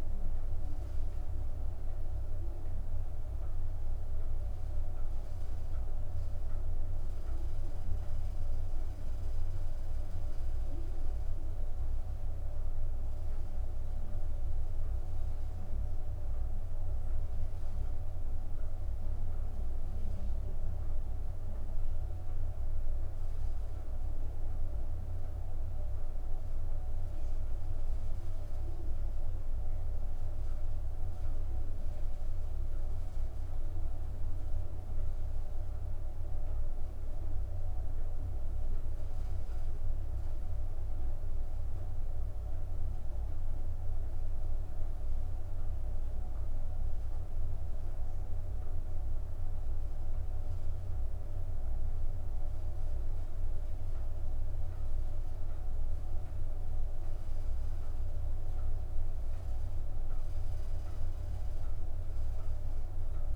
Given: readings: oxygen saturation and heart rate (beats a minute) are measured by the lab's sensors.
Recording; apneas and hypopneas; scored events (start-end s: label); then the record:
breathing in sleep, hard to hear, by a room microphone; 1
38.50-53.00 s: obstructive apnea (oxygen 98% before, 96% lowest, heart rate 60 before, 58 extreme, up 3 after)
55.50-59.50 s: arousal
From the record:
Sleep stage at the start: N2 (light sleep); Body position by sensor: upright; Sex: female